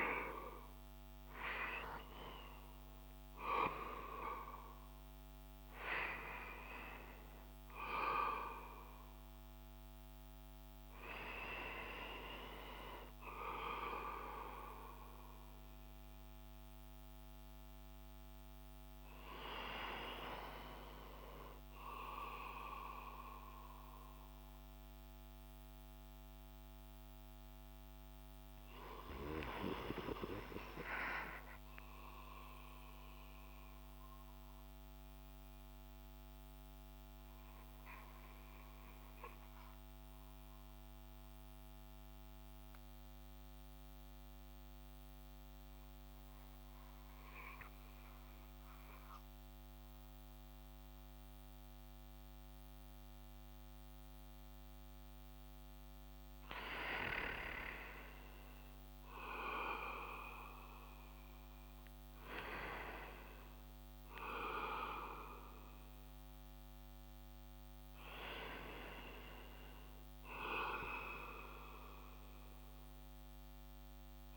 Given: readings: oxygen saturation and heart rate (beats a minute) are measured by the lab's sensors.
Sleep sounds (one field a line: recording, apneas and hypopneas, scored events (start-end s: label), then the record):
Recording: breathing in sleep by a microphone on the trachea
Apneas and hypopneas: 1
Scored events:
0.00-2.50 s: arousal
0.00-26.50 s: oxygen desaturation (device-marked, oxygen 77% lowest)
30.50-56.50 s: obstructive apnea (oxygen 99% before, 95% lowest)
58.50-62.50 s: arousal
From the record:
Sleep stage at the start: N2 (light sleep)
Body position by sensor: on the back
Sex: male